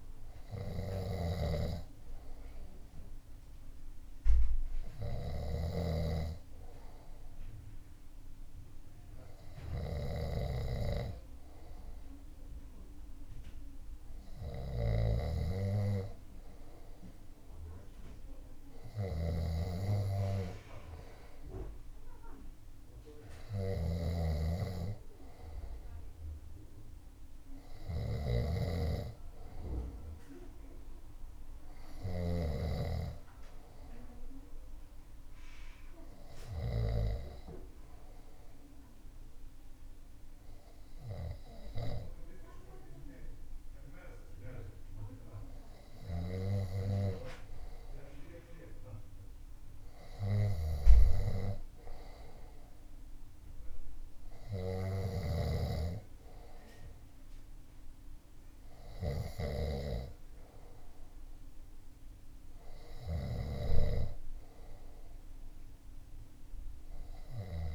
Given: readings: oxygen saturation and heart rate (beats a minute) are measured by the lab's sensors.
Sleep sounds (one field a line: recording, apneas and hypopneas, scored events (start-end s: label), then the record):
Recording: breathing in sleep by a room microphone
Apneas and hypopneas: none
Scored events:
0.50-32.00 s: snoring (device-marked)
50.00-55.00 s: snoring (device-marked)
From the record:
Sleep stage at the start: N2 (light sleep)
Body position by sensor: on the left side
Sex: male